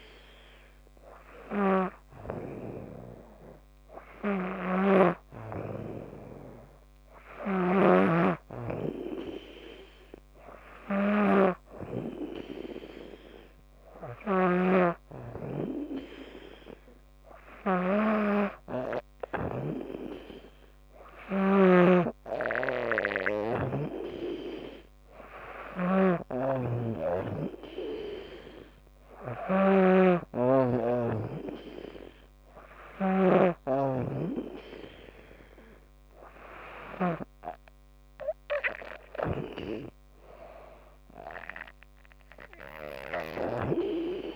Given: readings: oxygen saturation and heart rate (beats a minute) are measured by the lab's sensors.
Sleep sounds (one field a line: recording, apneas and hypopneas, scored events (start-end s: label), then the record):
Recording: breathing in sleep by a microphone on the trachea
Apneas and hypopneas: none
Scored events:
0.00-37.00 s: snoring (device-marked)
43.00-44.36 s: snoring (device-marked)
From the record:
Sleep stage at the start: N2 (light sleep)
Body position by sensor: on the back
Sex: female